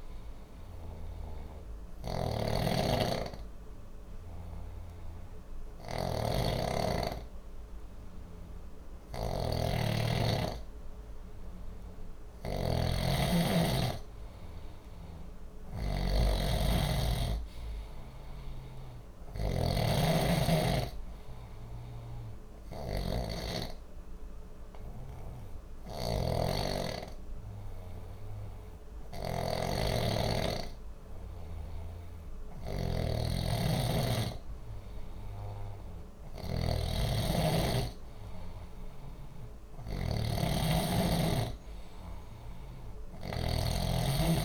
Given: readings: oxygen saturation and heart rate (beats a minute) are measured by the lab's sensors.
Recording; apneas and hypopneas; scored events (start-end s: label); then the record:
breathing in sleep by a room microphone; 2
0.00-44.44 s: snoring (device-marked)
0.50-11.50 s: obstructive apnea (oxygen 97% before, 91% lowest, heart rate 61 before, 59 extreme, up 0 after)
1.50-19.50 s: oxygen desaturation (device-marked, oxygen 97% before, 92% lowest, heart rate 61 before, 59 extreme)
15.00-18.50 s: arousal
22.50-34.00 s: obstructive apnea (oxygen 97% before, 90% lowest, heart rate 60 before, 59 extreme, up 2 after)
36.50-40.50 s: arousal
From the record:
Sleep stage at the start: N2 (light sleep); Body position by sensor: on the back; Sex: male